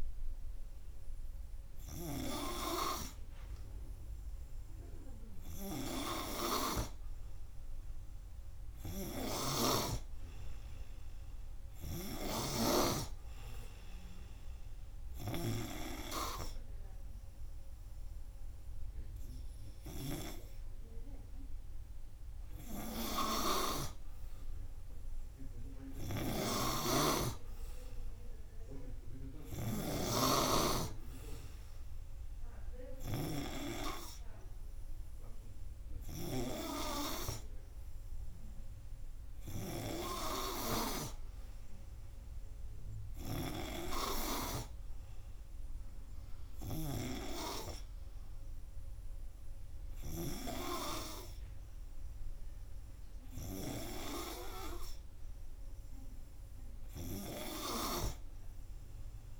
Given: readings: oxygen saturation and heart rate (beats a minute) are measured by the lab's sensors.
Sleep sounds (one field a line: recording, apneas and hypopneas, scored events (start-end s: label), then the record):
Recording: breathing in sleep by a room microphone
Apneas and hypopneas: none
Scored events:
none scored
From the record:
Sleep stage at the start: N3 (deep sleep)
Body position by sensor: on the front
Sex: male